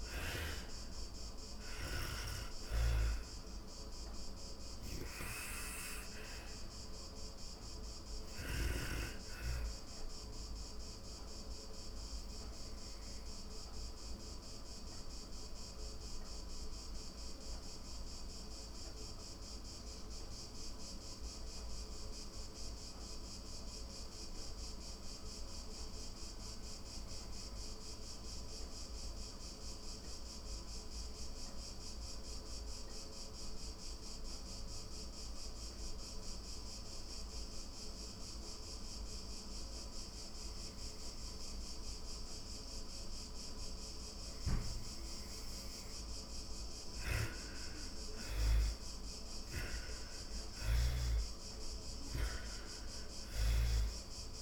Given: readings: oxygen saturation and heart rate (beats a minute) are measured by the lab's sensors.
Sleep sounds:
breathing in sleep by a room microphone; 1
0.00-23.50 s: oxygen desaturation (device-marked, oxygen 86% lowest)
9.50-44.50 s: obstructive apnea (oxygen 98% before, 83% lowest)
37.50-54.42 s: oxygen desaturation (device-marked, oxygen 99% before, 83% lowest)
46.50-51.00 s: arousal
From the record:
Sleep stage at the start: N2 (light sleep); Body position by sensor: on the back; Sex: female

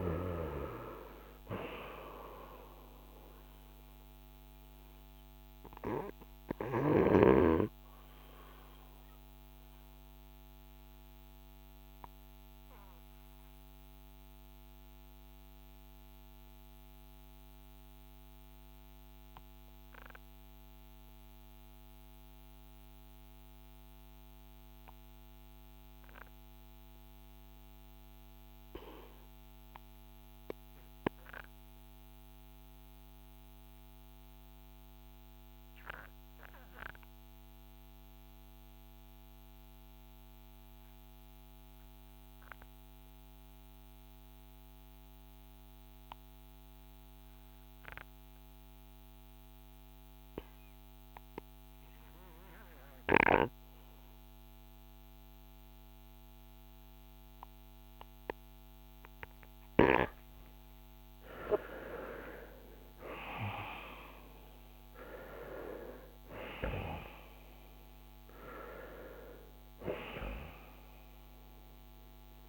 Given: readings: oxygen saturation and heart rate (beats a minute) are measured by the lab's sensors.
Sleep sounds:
breathing in sleep by a microphone on the trachea; 1
0.00-30.50 s: oxygen desaturation (device-marked, oxygen 75% lowest, heart rate 49 extreme)
7.00-60.00 s: obstructive apnea (oxygen 90% before, 75% lowest, heart rate 66 before, 49 extreme, up 13 after)
45.50-72.49 s: oxygen desaturation (device-marked, oxygen 97% before, 77% lowest, heart rate 53 before, 46 extreme)
61.50-65.50 s: arousal
71.50-72.49 s: new sleep stage, REM sleep
From the record:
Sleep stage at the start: N2 (light sleep); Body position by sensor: on the front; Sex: male

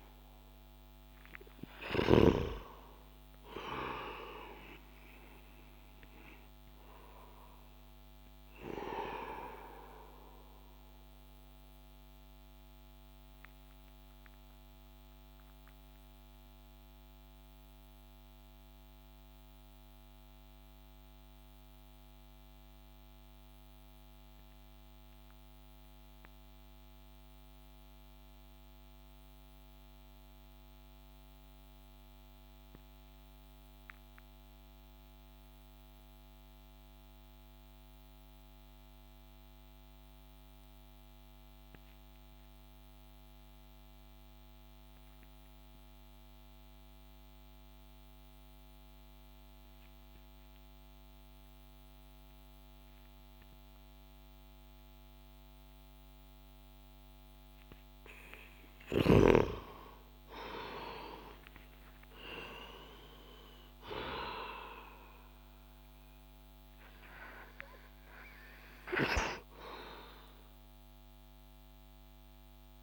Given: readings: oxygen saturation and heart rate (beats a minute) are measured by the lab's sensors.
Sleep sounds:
breathing in sleep by a microphone on the trachea; 1
10.00-57.50 s: mixed apnea (oxygen 97% before, 90% lowest)
11.00-28.00 s: oxygen desaturation (device-marked, oxygen 94% before, 90% lowest)
59.00-63.00 s: arousal
61.00-72.83 s: oxygen desaturation (device-marked, oxygen 96% before, 92% lowest)
From the record:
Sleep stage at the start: N2 (light sleep); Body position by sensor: on the back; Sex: male

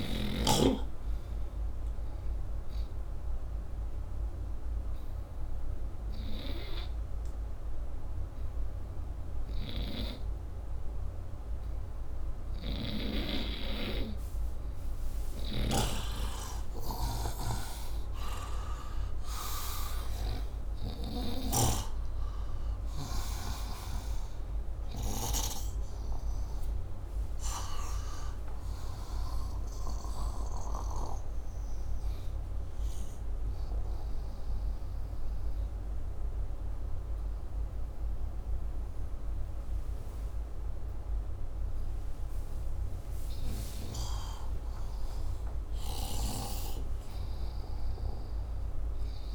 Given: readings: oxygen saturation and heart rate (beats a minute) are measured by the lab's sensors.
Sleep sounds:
breathing in sleep by a room microphone; 2
2.50-14.00 s: hypopnea (oxygen 98% before, 87% lowest, heart rate 63 before, 64 extreme, up 9 after)
4.00-30.00 s: oxygen desaturation (device-marked, oxygen 98% before, 89% lowest, heart rate 64 before, 64 extreme)
15.00-21.50 s: snoring (device-marked)
15.50-20.00 s: arousal
30.50-42.00 s: hypopnea (oxygen 98% before, 87% lowest, heart rate 70 before, 66 extreme, up 8 after)
35.00-47.00 s: oxygen desaturation (device-marked, oxygen 91% before, 87% lowest, heart rate 71 before, 67 extreme)
47.00-49.35 s: new sleep stage, awake
From the record:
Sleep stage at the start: N2 (light sleep); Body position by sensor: upright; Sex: male

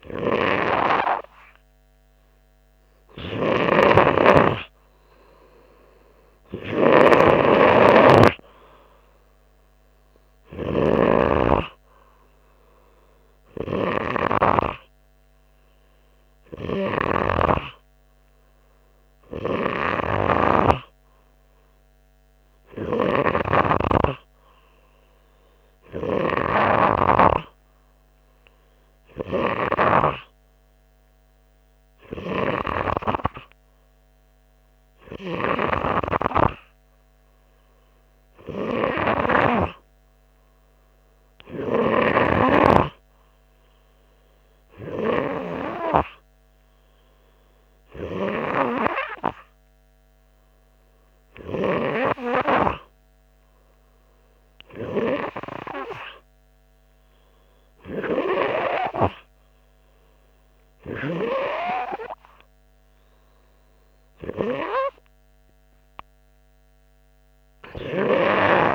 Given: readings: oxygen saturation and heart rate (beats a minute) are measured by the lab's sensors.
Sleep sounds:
breathing in sleep by a microphone on the trachea; none
none scored
From the record:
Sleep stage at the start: N3 (deep sleep); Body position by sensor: on the front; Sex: male

